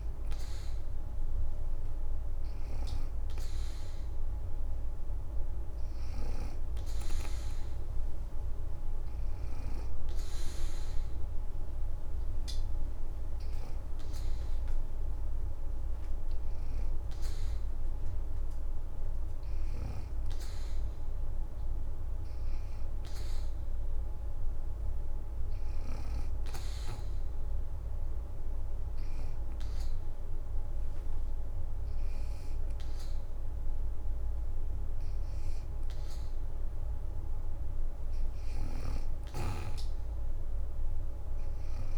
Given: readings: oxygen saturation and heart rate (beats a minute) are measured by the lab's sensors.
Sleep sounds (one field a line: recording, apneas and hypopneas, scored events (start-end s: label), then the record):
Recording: breathing in sleep, hard to hear, by a room microphone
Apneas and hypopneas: 2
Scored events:
0.00-2.50 s: arousal
1.50-12.50 s: oxygen desaturation (device-marked, oxygen 91% before, 87% lowest, heart rate 74 before, 79 extreme)
7.00-18.00 s: obstructive apnea (oxygen 91% before, 81% lowest, heart rate 74 before, 79 extreme, up 3 after)
19.50-23.00 s: arousal
25.00-36.50 s: hypopnea (oxygen 91% before, 81% lowest, heart rate 80 before, 75 extreme, up 3 after)
29.50-41.98 s: oxygen desaturation (device-marked, oxygen 89% before, 85% lowest, heart rate 80 before, 68 extreme)
38.00-41.50 s: arousal
From the record:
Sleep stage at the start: N2 (light sleep)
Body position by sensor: on the back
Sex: female